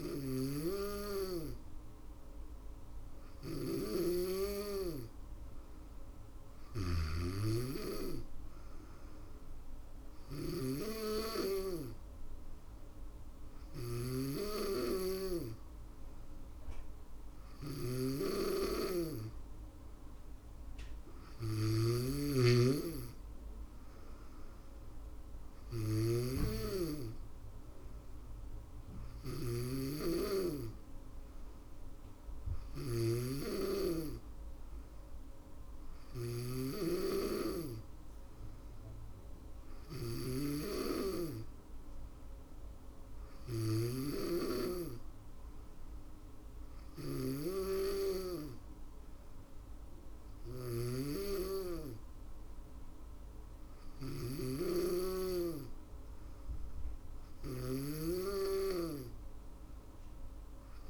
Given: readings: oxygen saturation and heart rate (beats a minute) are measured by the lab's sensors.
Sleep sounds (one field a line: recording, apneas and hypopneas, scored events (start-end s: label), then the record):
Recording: breathing in sleep by a room microphone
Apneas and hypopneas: none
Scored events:
0.00-60.90 s: snoring (device-marked)
20.50-31.50 s: drop in pulse transit time (device-marked, heart rate 66 before, 57 extreme)
From the record:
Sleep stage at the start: N2 (light sleep)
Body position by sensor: on the back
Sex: female